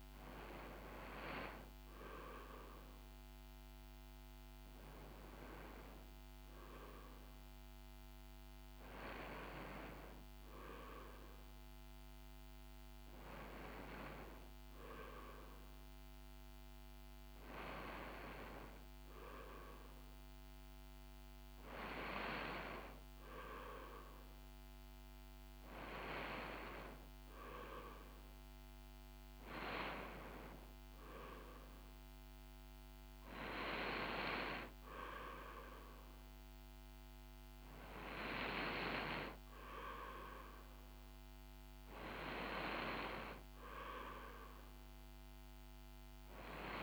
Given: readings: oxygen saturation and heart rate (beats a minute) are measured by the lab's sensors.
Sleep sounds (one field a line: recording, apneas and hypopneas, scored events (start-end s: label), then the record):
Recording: breathing in sleep by a microphone on the trachea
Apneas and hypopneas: none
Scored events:
7.50-11.00 s: arousal
From the record:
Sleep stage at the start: N2 (light sleep)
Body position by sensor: on the right side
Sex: female